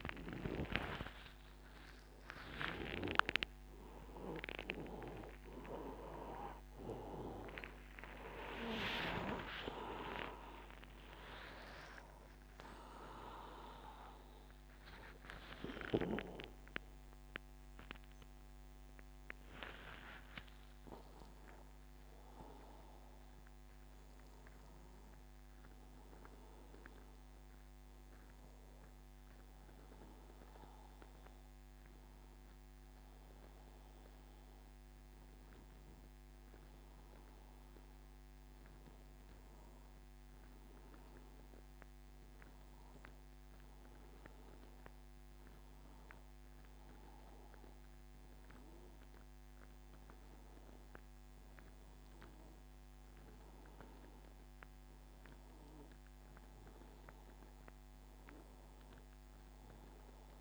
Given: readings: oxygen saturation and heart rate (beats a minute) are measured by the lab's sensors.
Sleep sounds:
a person partly awake in a sleep study, by a microphone on the trachea; none
18.50-60.41 s: new sleep stage, N1 (lightest sleep)
From the record:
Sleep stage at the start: awake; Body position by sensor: on the back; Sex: male

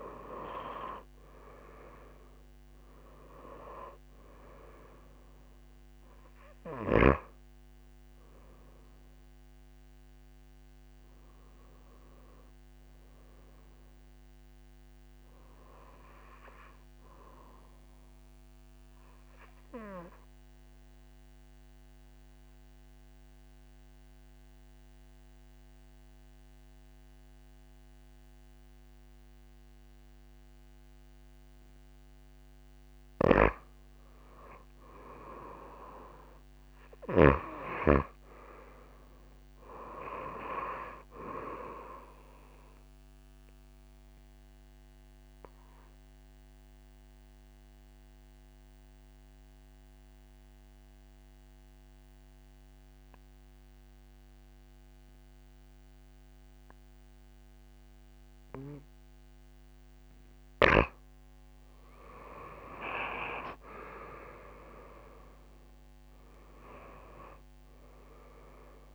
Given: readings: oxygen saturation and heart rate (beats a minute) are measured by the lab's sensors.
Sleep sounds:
breathing in sleep by a microphone on the trachea; 2
0.00-29.50 s: oxygen desaturation (device-marked, oxygen 88% lowest)
19.00-31.50 s: obstructive apnea (oxygen 96% before, 88% lowest)
34.50-38.50 s: arousal
43.50-60.50 s: oxygen desaturation (device-marked, oxygen 97% before, 92% lowest)
44.00-60.50 s: obstructive apnea (oxygen 97% before, 90% lowest)
62.50-68.95 s: oxygen desaturation (device-marked, oxygen 96% before, 90% lowest)
63.50-67.50 s: arousal
From the record:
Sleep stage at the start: N2 (light sleep); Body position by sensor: on the back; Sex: female

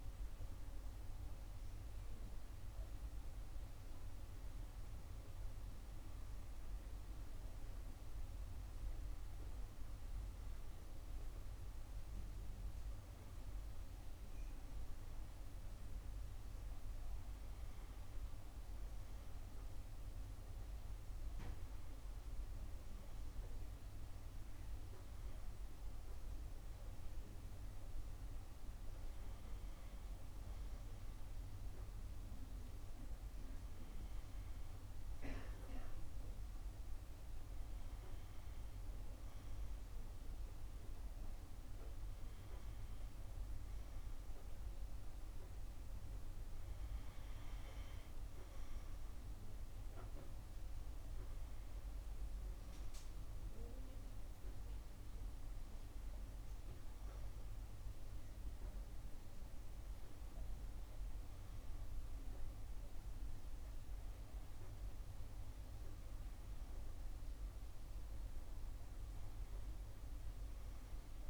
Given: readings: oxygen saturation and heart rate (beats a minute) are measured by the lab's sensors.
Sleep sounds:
breathing in sleep, hard to hear, by a room microphone; none
3.00-6.50 s: arousal
49.50-53.50 s: arousal
From the record:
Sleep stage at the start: N2 (light sleep); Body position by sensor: on the right side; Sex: female

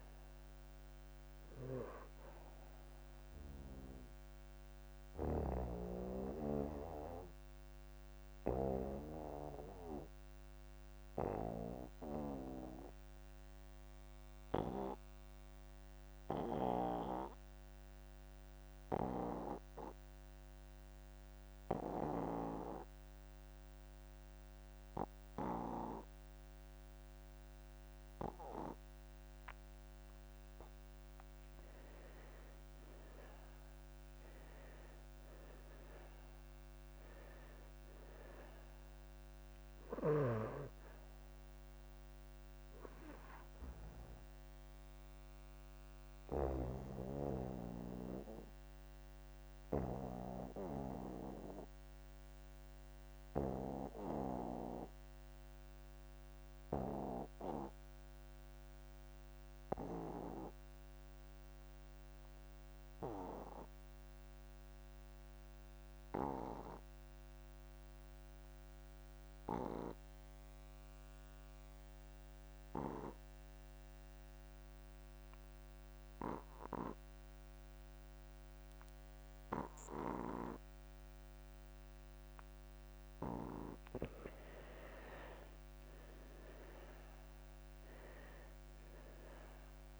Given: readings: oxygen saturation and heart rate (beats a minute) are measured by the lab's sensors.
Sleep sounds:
breathing in sleep by a microphone on the trachea; 2
0.00-21.50 s: oxygen desaturation (device-marked, oxygen 78% lowest)
6.50-31.00 s: obstructive apnea (oxygen 99% before, 78% lowest)
32.50-61.50 s: oxygen desaturation (device-marked, oxygen 98% before, 84% lowest)
33.50-37.50 s: arousal
46.50-83.50 s: obstructive apnea (oxygen 98% before, 77% lowest)
62.00-64.00 s: long interval between heartbeats (device-marked)
67.50-90.00 s: oxygen desaturation (device-marked, oxygen 98% before, 77% lowest)
69.00-71.00 s: long interval between heartbeats (device-marked)
83.50-85.50 s: long interval between heartbeats (device-marked)
85.00-87.50 s: arousal
From the record:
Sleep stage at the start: N2 (light sleep); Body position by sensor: on the back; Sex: male

